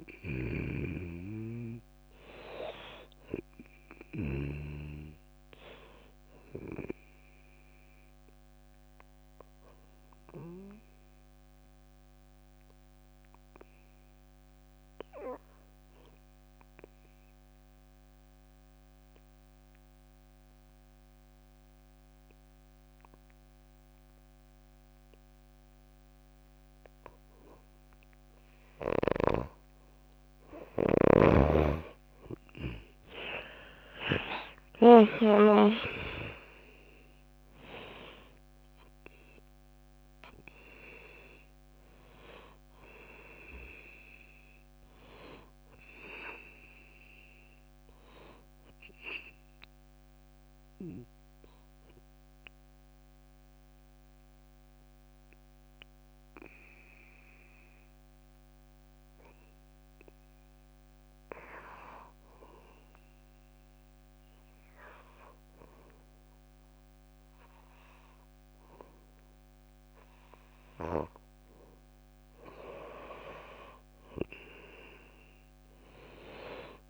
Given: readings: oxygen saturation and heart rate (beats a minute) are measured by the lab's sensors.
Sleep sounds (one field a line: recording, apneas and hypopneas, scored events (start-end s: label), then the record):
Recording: breathing in sleep by a microphone on the trachea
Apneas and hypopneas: 2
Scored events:
0.00-1.50 s: arousal
0.00-5.00 s: snoring (device-marked)
0.00-12.50 s: oxygen desaturation (device-marked, oxygen 94% lowest, heart rate 56 extreme)
7.50-28.50 s: obstructive apnea (oxygen 98% before, 85% lowest, heart rate 68 before, 57 extreme, up 9 after)
26.50-59.50 s: oxygen desaturation (device-marked, oxygen 98% before, 85% lowest, heart rate 61 before, 56 extreme)
33.00-38.00 s: arousal
51.50-71.50 s: obstructive apnea (oxygen 97% before, 86% lowest, heart rate 68 before, 59 extreme, up 9 after)
71.50-76.90 s: new sleep stage, awake
From the record:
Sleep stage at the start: N2 (light sleep)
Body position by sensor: on the back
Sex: female